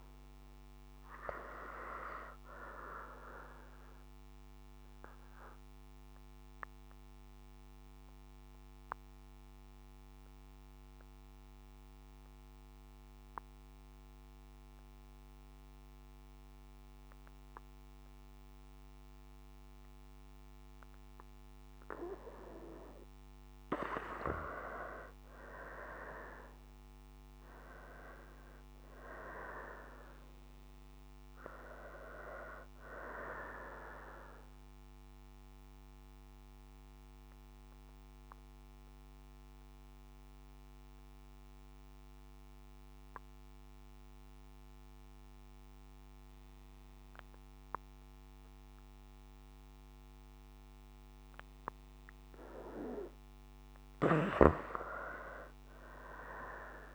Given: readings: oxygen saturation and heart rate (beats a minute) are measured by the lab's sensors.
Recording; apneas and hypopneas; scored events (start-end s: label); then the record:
breathing in sleep by a microphone on the trachea; 2
2.50-22.50 s: oxygen desaturation (device-marked, oxygen 91% before, 85% lowest, heart rate 59 before, 55 extreme)
4.50-22.00 s: obstructive apnea (oxygen 95% before, 81% lowest, heart rate 59 before, 55 extreme, up 7 after)
25.00-30.00 s: arousal
33.50-52.50 s: oxygen desaturation (device-marked, oxygen 94% before, 82% lowest, heart rate 61 before, 55 extreme)
36.00-52.50 s: obstructive apnea (oxygen 94% before, 81% lowest, heart rate 63 before, 55 extreme, up 15 after)
54.00-56.95 s: arousal
From the record:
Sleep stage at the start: N2 (light sleep); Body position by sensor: on the right side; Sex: female